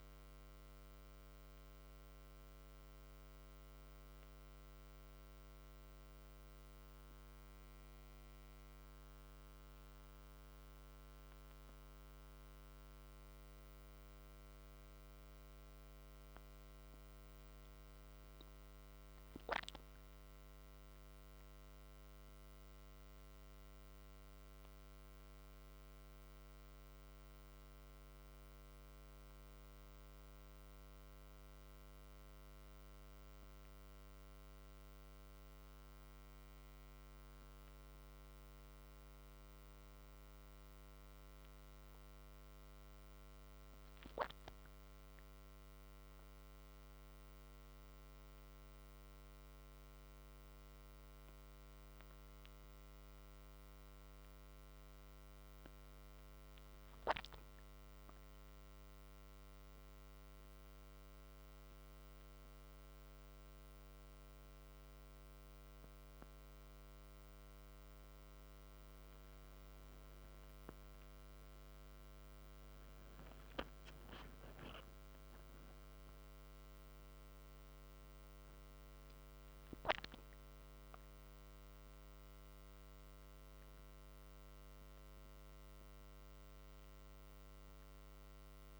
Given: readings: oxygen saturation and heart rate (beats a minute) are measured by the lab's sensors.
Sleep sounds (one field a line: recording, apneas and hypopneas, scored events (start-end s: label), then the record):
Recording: a person awake in a sleep study, hard to hear, by a microphone on the trachea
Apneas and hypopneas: none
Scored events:
none scored
From the record:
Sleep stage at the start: awake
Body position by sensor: on the back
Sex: male